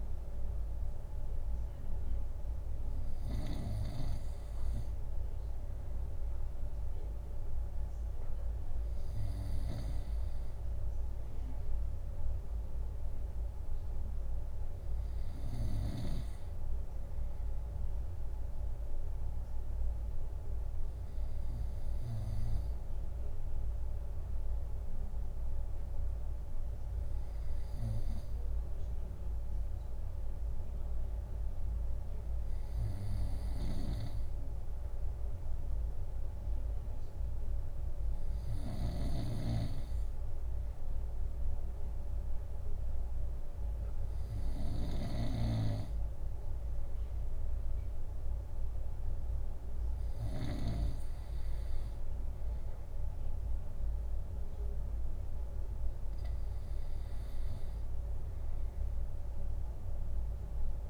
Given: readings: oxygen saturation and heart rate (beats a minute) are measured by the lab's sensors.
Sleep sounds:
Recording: breathing in sleep by a room microphone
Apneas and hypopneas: none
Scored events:
0.00-16.00 s: snoring (device-marked)
33.50-50.50 s: snoring (device-marked)
From the record:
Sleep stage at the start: N2 (light sleep)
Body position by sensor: on the right side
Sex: male

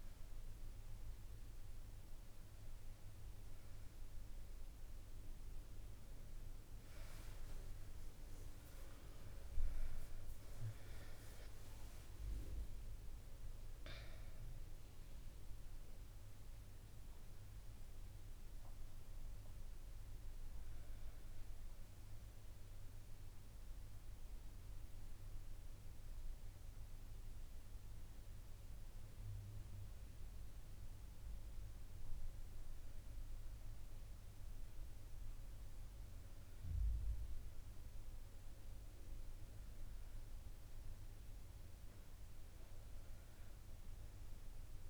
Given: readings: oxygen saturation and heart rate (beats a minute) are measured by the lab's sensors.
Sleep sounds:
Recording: breathing in sleep, hard to hear, by a room microphone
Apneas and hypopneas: none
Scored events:
10.00-14.00 s: arousal
From the record:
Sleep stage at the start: N1 (lightest sleep)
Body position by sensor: on the back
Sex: female

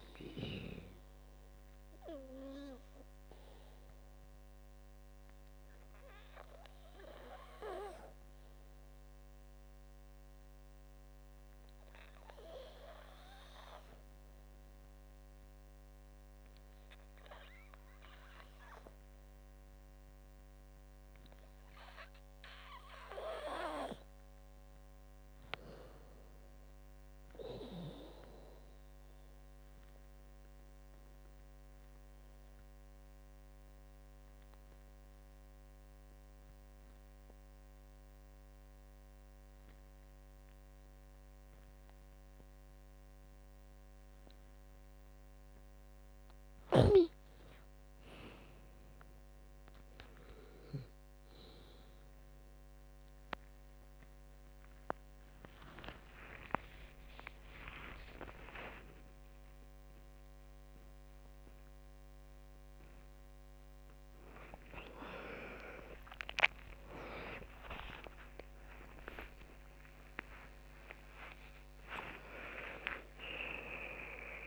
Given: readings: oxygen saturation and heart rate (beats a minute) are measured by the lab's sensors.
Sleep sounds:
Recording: a person partly awake in a sleep study, by a microphone on the trachea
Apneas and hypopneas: 2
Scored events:
0.00-9.00 s: drop in pulse transit time (device-marked, heart rate 80 extreme)
0.00-15.00 s: oxygen desaturation (device-marked, oxygen 85% lowest, heart rate 78 extreme)
2.00-23.00 s: obstructive apnea (oxygen 99% before, 85% lowest, heart rate 82 before, 78 extreme, up 9 after)
25.00-27.50 s: arousal
26.00-37.00 s: drop in pulse transit time (device-marked, heart rate 83 before, 87 extreme)
29.00-45.00 s: oxygen desaturation (device-marked, oxygen 98% before, 90% lowest, heart rate 85 before, 80 extreme)
30.50-45.50 s: obstructive apnea (oxygen 98% before, 88% lowest, heart rate 85 before, 80 extreme, up 16 after)
42.00-72.00 s: new sleep stage, awake
51.00-74.47 s: oxygen desaturation (device-marked, oxygen 95% before, 88% lowest, heart rate 85 before, 70 extreme)
52.00-59.00 s: tachycardia (device-marked, heart rate 79 before, 106 extreme)
52.00-74.47 s: drop in pulse transit time (device-marked, heart rate 86 before, 95 extreme)
55.50-57.50 s: long interval between heartbeats (device-marked, heart rate 87 before, 105 extreme)
62.00-74.47 s: tachycardia (device-marked, heart rate 80 before, 167 extreme)
67.00-69.00 s: long interval between heartbeats (device-marked, heart rate 99 before, 120 extreme)
72.00-74.00 s: long interval between heartbeats (device-marked, heart rate 113 before, 151 extreme)
72.00-74.47 s: new sleep stage, N1 (lightest sleep)
From the record:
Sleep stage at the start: N2 (light sleep)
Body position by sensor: on the back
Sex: female

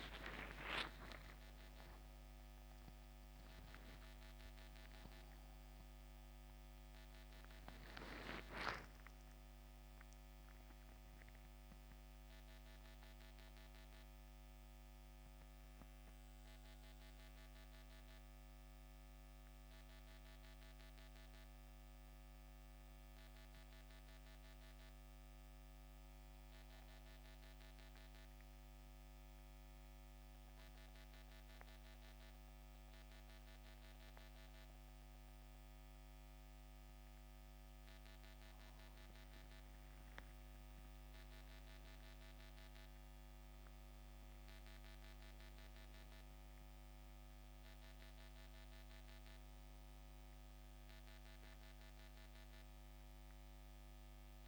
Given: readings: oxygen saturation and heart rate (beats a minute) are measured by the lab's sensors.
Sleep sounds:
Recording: breathing in sleep, hard to hear, by a microphone on the trachea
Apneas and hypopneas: 1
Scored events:
10.50-40.50 s: new sleep stage, N2 (light sleep)
25.50-37.50 s: central apnea (oxygen 95% before, 86% lowest, heart rate 74 before, 67 extreme, up 13 after)
39.00-43.50 s: arousal
40.50-54.48 s: new sleep stage, N1 (lightest sleep)
44.50-54.48 s: oxygen desaturation (device-marked, oxygen 92% before, 86% lowest, heart rate 70 before, 64 extreme)
From the record:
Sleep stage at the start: N1 (lightest sleep)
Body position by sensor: on the back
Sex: male

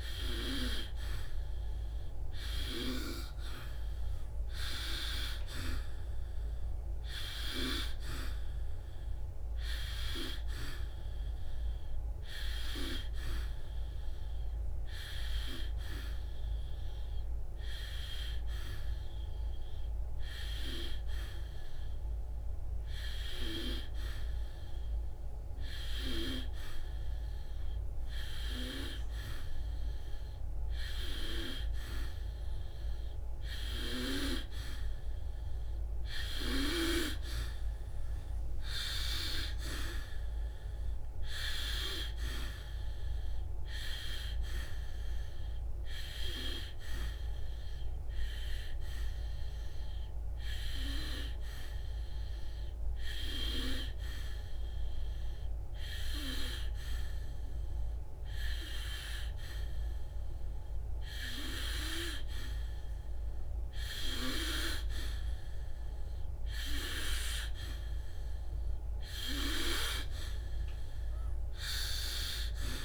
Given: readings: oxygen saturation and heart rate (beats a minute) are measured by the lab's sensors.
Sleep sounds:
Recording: breathing in sleep by a room microphone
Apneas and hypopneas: 1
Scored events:
46.00-72.85 s: new sleep stage, N2 (light sleep)
50.50-62.50 s: hypopnea (oxygen 95% before, 91% lowest, heart rate 67 before, 64 extreme, up 2 after)
65.00-68.00 s: arousal
From the record:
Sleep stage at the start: N3 (deep sleep)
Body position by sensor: on the back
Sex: female

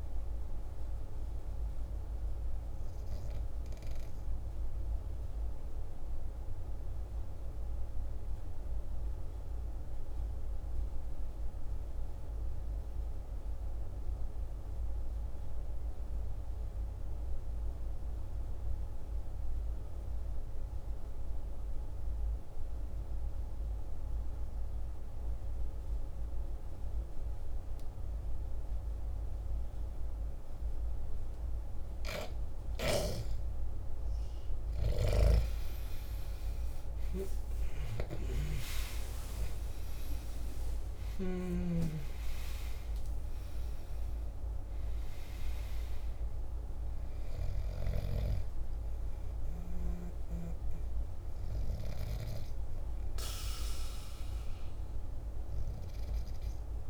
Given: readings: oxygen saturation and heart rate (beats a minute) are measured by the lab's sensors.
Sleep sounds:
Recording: breathing in sleep by a room microphone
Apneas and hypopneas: 1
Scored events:
0.00-9.50 s: oxygen desaturation (device-marked, oxygen 84% lowest, heart rate 48 extreme)
4.00-32.00 s: mixed apnea (oxygen 96% before, 82% lowest, heart rate 56 before, 48 extreme, up 15 after)
26.50-56.90 s: oxygen desaturation (device-marked, oxygen 99% before, 82% lowest, heart rate 49 before, 48 extreme)
34.50-38.00 s: arousal
From the record:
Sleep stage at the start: N2 (light sleep)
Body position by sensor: on the back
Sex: male

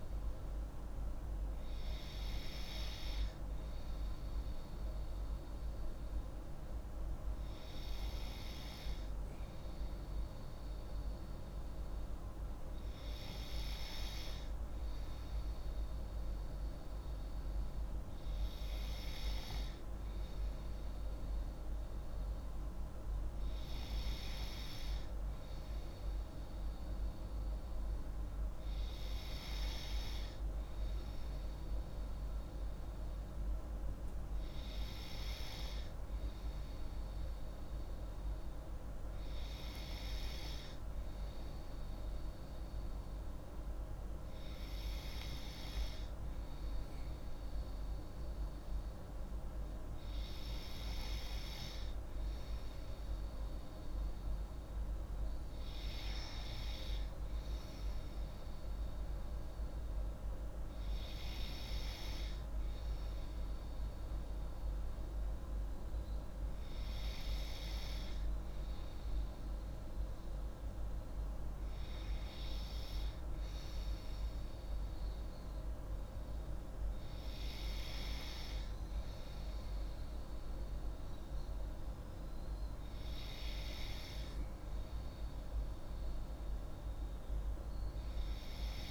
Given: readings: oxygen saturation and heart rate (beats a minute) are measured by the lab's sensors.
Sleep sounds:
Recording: breathing in sleep, hard to hear, by a room microphone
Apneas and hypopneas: none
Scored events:
none scored
From the record:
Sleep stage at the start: N3 (deep sleep)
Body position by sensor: on the left side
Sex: female

